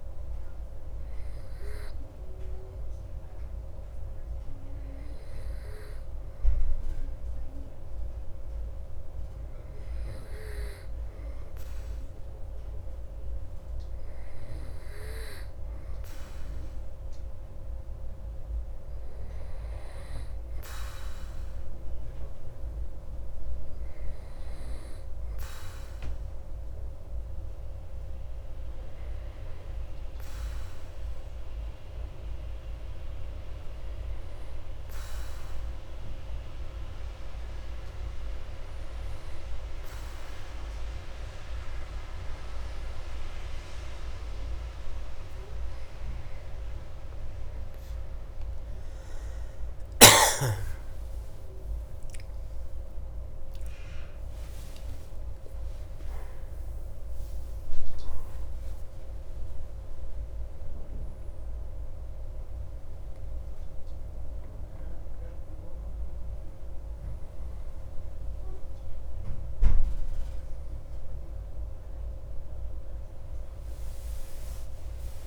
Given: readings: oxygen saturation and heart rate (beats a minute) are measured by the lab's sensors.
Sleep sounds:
breathing in sleep by a room microphone; 1
34.00-46.00 s: hypopnea (oxygen 95% before, 94% lowest)
50.50-57.00 s: arousal
From the record:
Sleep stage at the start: N2 (light sleep); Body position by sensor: on the back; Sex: male

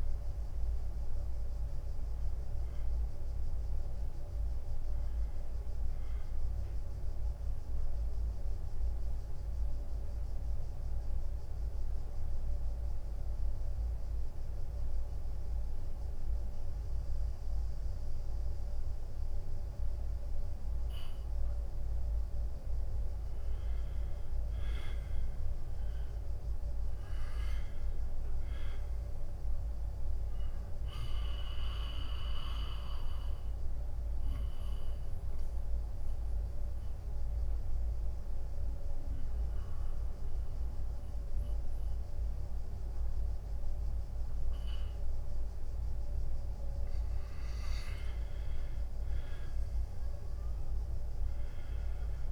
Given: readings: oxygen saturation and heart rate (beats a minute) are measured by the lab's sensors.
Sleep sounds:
breathing in sleep, hard to hear, by a room microphone; 2
0.00-1.00 s: arousal
0.00-10.50 s: drop in pulse transit time (device-marked, heart rate 83 extreme)
7.50-22.50 s: mixed apnea (oxygen 95% before, 90% lowest, heart rate 84 before, 81 extreme, up 0 after)
24.00-28.50 s: arousal
33.00-48.00 s: mixed apnea (oxygen 98% before, 90% lowest, heart rate 83 before, 80 extreme, up 4 after)
40.50-45.50 s: oxygen desaturation (device-marked, oxygen 96% before, 92% lowest, heart rate 83 before, 80 extreme)
50.50-52.32 s: long interval between heartbeats (device-marked, heart rate 83 before, 82 extreme)
From the record:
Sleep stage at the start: N2 (light sleep); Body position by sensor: on the back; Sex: male

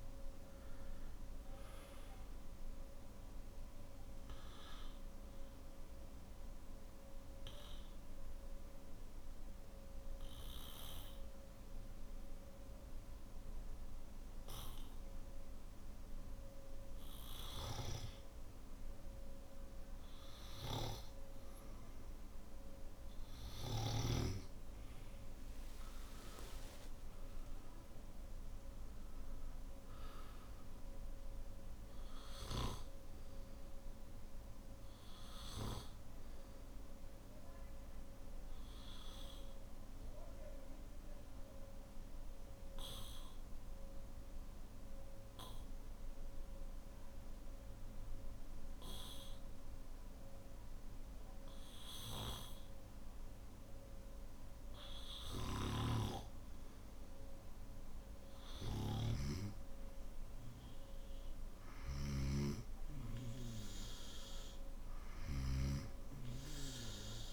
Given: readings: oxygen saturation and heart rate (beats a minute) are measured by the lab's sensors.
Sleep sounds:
breathing in sleep by a room microphone; 2
0.00-10.00 s: oxygen desaturation (device-marked, oxygen 91% lowest, heart rate 52 extreme)
5.00-18.50 s: obstructive apnea (oxygen 98% before, 91% lowest, heart rate 69 before, 49 extreme, up 8 after)
27.00-49.00 s: oxygen desaturation (device-marked, oxygen 99% before, 94% lowest, heart rate 56 before, 49 extreme)
38.00-54.50 s: obstructive apnea (oxygen 99% before, 94% lowest, heart rate 58 before, 52 extreme, up 8 after)
60.00-67.33 s: oxygen desaturation (device-marked, oxygen 98% before, 94% lowest, heart rate 54 before, 54 extreme)
61.50-65.50 s: snoring (device-marked)
From the record:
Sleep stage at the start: N3 (deep sleep); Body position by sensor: on the back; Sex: male

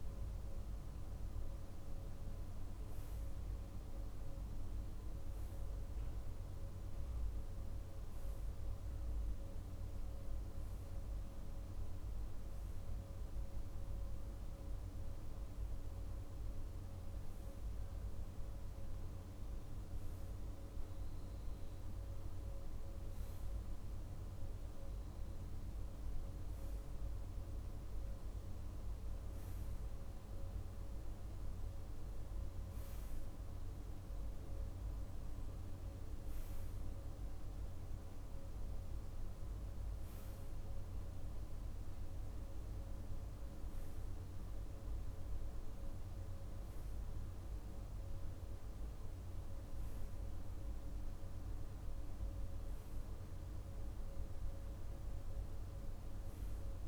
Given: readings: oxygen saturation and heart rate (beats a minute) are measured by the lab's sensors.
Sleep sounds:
breathing in sleep, hard to hear, by a room microphone; none
0.00-1.50 s: arousal
From the record:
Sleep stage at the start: REM sleep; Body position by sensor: on the right side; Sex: male

